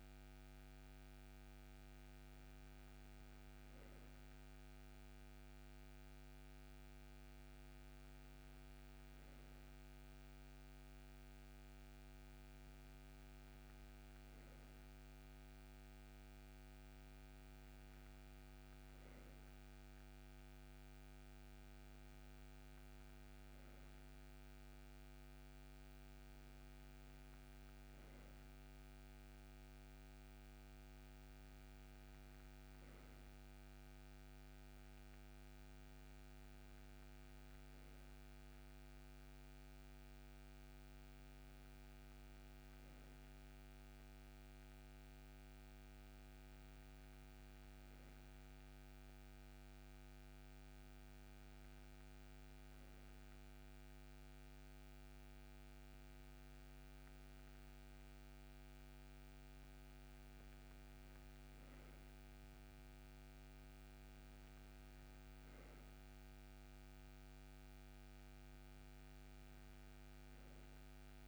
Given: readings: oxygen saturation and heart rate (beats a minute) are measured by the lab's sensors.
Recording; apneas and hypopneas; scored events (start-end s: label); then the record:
breathing in sleep, hard to hear, by a microphone on the trachea; none
none scored
From the record:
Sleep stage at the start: N2 (light sleep); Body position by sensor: on the right side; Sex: male